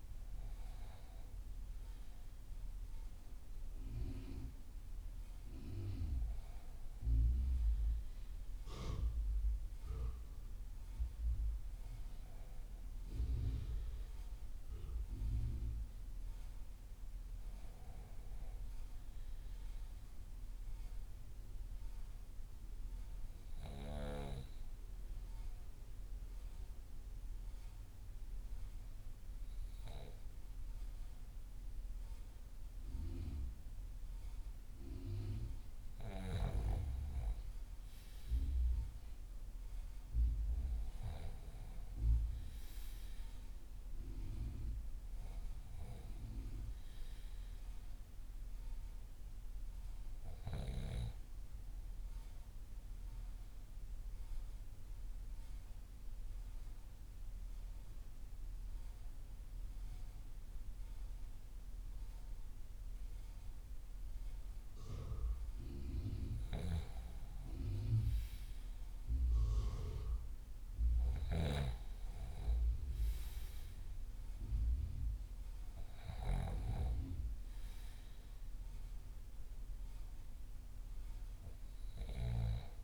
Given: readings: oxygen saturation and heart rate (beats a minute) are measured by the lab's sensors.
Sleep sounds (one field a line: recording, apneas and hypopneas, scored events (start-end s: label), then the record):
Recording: breathing in sleep by a room microphone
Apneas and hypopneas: 2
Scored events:
18.00-22.00 s: arousal
26.50-36.50 s: obstructive apnea (oxygen 97% before, 92% lowest)
38.00-41.50 s: arousal
40.50-63.50 s: oxygen desaturation (device-marked, oxygen 96% before, 92% lowest)
53.00-65.50 s: central apnea (oxygen 96% before, 90% lowest)
67.50-72.00 s: arousal
75.50-82.84 s: oxygen desaturation (device-marked, oxygen 97% before, 92% lowest)
From the record:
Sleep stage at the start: N2 (light sleep)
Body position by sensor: on the left side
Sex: male